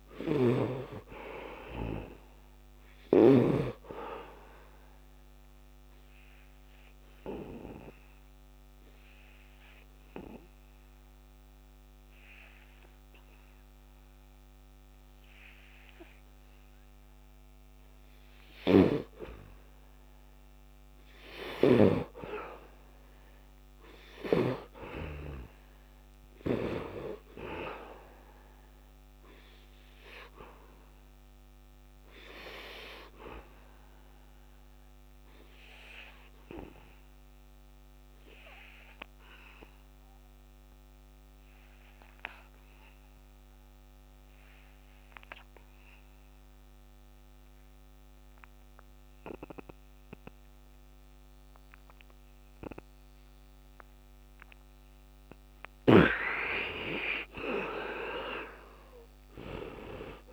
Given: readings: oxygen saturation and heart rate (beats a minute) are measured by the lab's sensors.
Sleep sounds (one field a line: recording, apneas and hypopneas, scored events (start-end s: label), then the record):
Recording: breathing in sleep by a microphone on the trachea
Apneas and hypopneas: 2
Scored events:
0.00-1.50 s: arousal
0.00-3.50 s: snoring (device-marked)
0.00-20.00 s: oxygen desaturation (device-marked, oxygen 62% lowest, heart rate 72 extreme)
6.50-20.00 s: obstructive apnea (oxygen 98% before, 62% lowest, heart rate 86 before, 72 extreme, up 12 after)
21.00-24.50 s: snoring (device-marked)
22.50-27.00 s: arousal
31.00-45.00 s: oxygen desaturation (device-marked, oxygen 99% before, 83% lowest, heart rate 78 before, 73 extreme)
32.00-54.00 s: obstructive apnea (oxygen 99% before, 67% lowest, heart rate 78 before, 73 extreme, up 12 after)
52.00-60.33 s: oxygen desaturation (device-marked, oxygen 97% before, 67% lowest, heart rate 75 before, 73 extreme)
55.50-58.50 s: arousal
From the record:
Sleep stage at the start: N2 (light sleep)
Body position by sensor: on the right side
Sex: male